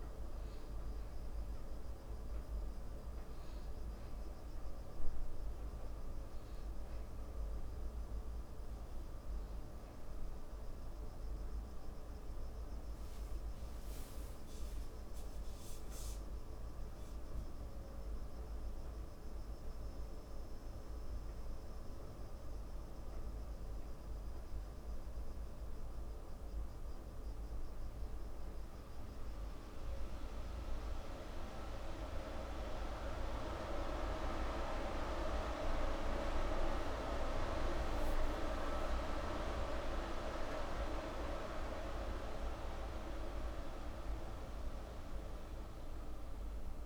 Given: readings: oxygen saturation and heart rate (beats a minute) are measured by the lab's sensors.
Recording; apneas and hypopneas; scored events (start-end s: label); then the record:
a person awake in a sleep study, by a room microphone; none
none scored
From the record:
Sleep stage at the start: awake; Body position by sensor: on the back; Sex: male